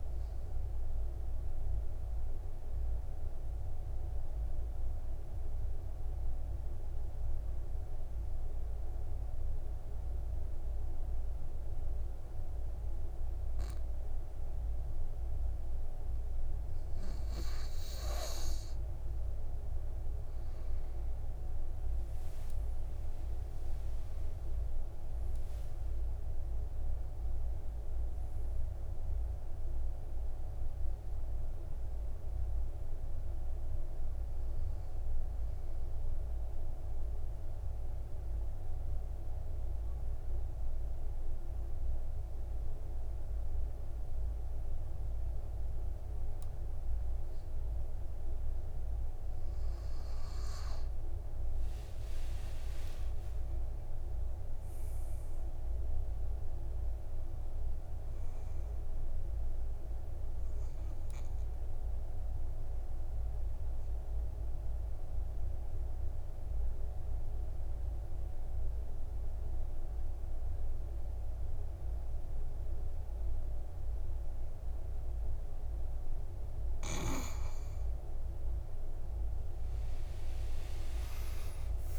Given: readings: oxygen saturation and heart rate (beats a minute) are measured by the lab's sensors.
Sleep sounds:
breathing in sleep, hard to hear, by a room microphone; 3
1.00-17.00 s: obstructive apnea (oxygen 99% before, 94% lowest, heart rate 59 before, 54 extreme, up 14 after)
2.00-6.00 s: oxygen desaturation (device-marked, oxygen 98% before, 95% lowest, heart rate 59 before, 54 extreme)
20.50-24.50 s: arousal
26.00-39.00 s: oxygen desaturation (device-marked, oxygen 99% before, 94% lowest, heart rate 59 before, 52 extreme)
36.50-50.00 s: obstructive apnea (oxygen 99% before, 93% lowest, heart rate 67 before, 52 extreme, up 14 after)
52.00-55.50 s: arousal
55.00-69.00 s: oxygen desaturation (device-marked, oxygen 99% before, 95% lowest, heart rate 61 before, 49 extreme)
61.00-76.00 s: obstructive apnea (oxygen 99% before, 91% lowest, heart rate 60 before, 49 extreme, up 12 after)
79.00-81.99 s: arousal
From the record:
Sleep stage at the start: N2 (light sleep); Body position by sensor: on the back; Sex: male

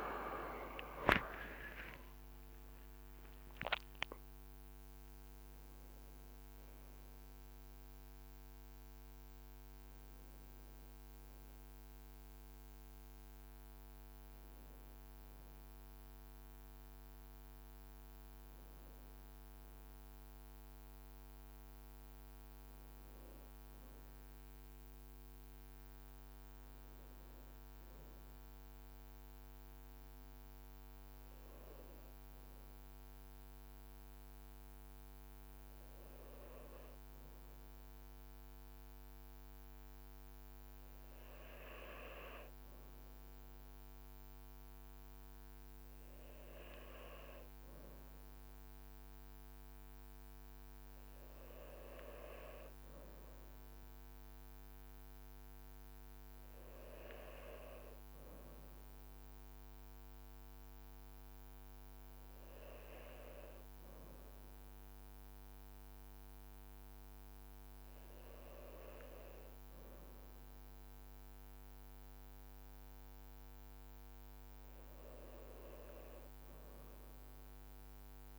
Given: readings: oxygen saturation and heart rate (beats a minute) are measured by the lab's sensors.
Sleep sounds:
breathing in sleep by a microphone on the trachea; 1
0.00-3.50 s: tachycardia (device-marked, heart rate 122 extreme)
0.50-2.50 s: long interval between heartbeats (device-marked, heart rate 63 before, 112 extreme)
31.50-73.50 s: hypopnea (oxygen 99% before, 93% lowest, heart rate 58 before, 55 extreme, up 1 after)
From the record:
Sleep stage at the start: N1 (lightest sleep); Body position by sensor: on the back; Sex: male

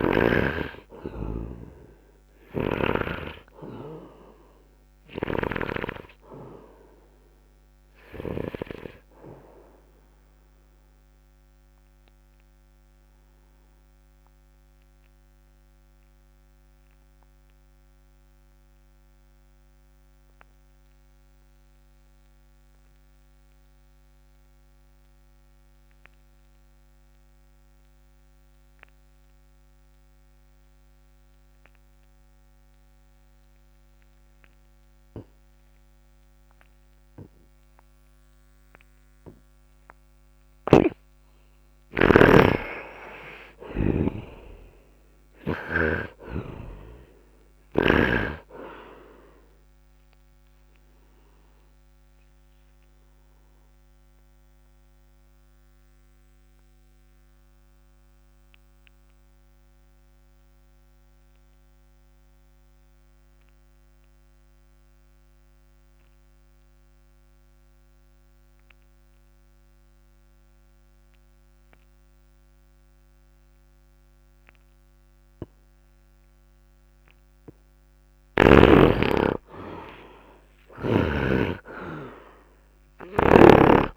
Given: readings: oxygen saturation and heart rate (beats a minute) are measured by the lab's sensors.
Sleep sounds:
breathing in sleep by a microphone on the trachea; 2
0.00-21.50 s: oxygen desaturation (device-marked, oxygen 64% lowest, heart rate 55 extreme)
0.50-6.00 s: snoring (device-marked)
11.50-40.50 s: obstructive apnea (oxygen 96% before, 64% lowest, heart rate 64 before, 55 extreme, up 6 after)
40.50-44.00 s: snoring (device-marked)
42.00-46.00 s: arousal
43.50-80.50 s: oxygen desaturation (device-marked, oxygen 97% before, 65% lowest, heart rate 63 before, 58 extreme)
51.50-76.00 s: obstructive apnea (oxygen 97% before, 65% lowest, heart rate 59 before, 58 extreme, up 4 after)
77.00-79.00 s: long interval between heartbeats (device-marked, heart rate 69 before, 59 extreme)
79.00-83.97 s: arousal
From the record:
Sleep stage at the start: N2 (light sleep); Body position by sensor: upright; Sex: male

